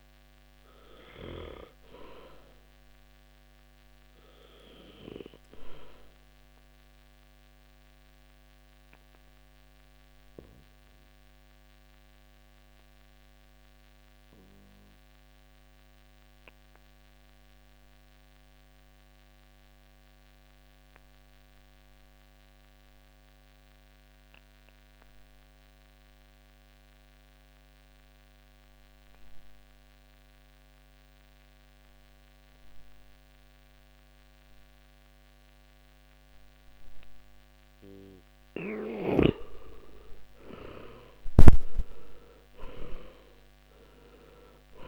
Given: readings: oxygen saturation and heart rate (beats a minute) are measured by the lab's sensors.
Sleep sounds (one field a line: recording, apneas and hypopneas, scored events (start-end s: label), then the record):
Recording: breathing in sleep by a microphone on the trachea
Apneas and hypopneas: 1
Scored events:
0.00-26.50 s: oxygen desaturation (device-marked, oxygen 76% lowest, heart rate 54 extreme)
6.00-36.50 s: obstructive apnea (oxygen 97% before, 76% lowest, heart rate 68 before, 54 extreme, up 10 after)
40.00-44.88 s: arousal
From the record:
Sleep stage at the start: N2 (light sleep)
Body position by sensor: on the back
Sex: male